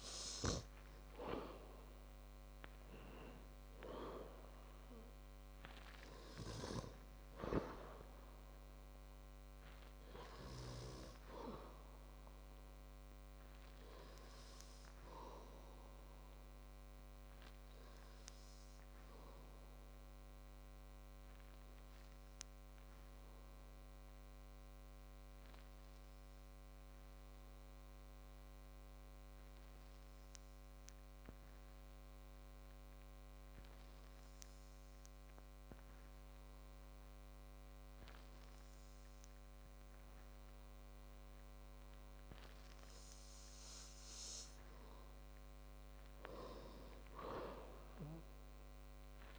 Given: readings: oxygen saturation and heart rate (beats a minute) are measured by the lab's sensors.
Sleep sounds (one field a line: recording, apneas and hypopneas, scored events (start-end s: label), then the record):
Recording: breathing in sleep by a microphone on the trachea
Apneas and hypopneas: 1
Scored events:
0.00-4.00 s: arousal
20.00-40.50 s: hypopnea (oxygen 97% before, 94% lowest, heart rate 65 before, 52 extreme, up 18 after)
46.50-49.39 s: arousal
From the record:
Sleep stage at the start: N2 (light sleep)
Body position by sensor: on the back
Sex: male